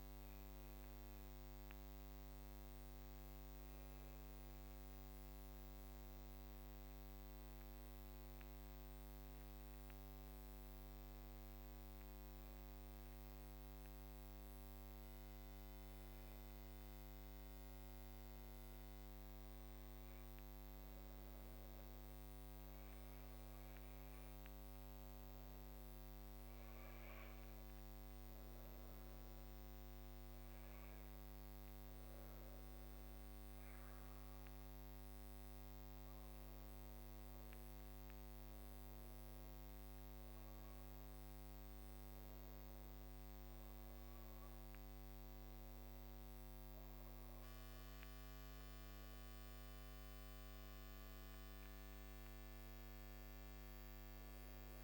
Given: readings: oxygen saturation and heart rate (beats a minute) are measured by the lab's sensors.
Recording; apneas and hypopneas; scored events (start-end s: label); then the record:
a person partly awake in a sleep study, hard to hear, by a microphone on the trachea; none
35.00-54.84 s: new sleep stage, awake
From the record:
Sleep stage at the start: N2 (light sleep); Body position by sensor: on the back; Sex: female